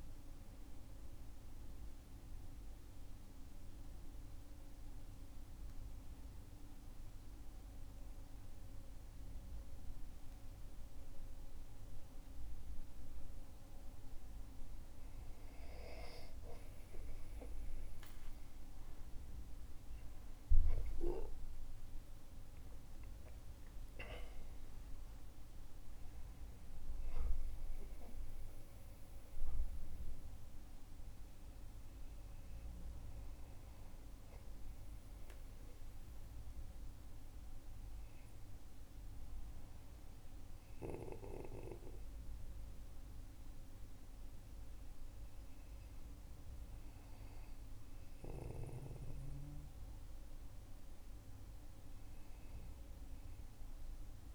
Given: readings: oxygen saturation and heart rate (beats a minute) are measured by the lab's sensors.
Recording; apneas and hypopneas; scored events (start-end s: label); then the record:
breathing in sleep by a room microphone; 1
0.00-4.00 s: oxygen desaturation (device-marked, oxygen 97% lowest, heart rate 54 extreme)
1.00-13.50 s: central apnea (oxygen 100% before, 94% lowest, heart rate 64 before, 54 extreme, up 10 after)
6.00-14.00 s: oxygen desaturation (device-marked, oxygen 100% before, 95% lowest, heart rate 68 before, 54 extreme)
18.00-23.50 s: arousal
25.00-42.00 s: oxygen desaturation (device-marked, oxygen 99% before, 94% lowest, heart rate 60 before, 55 extreme)
From the record:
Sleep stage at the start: N2 (light sleep); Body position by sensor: on the back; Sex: male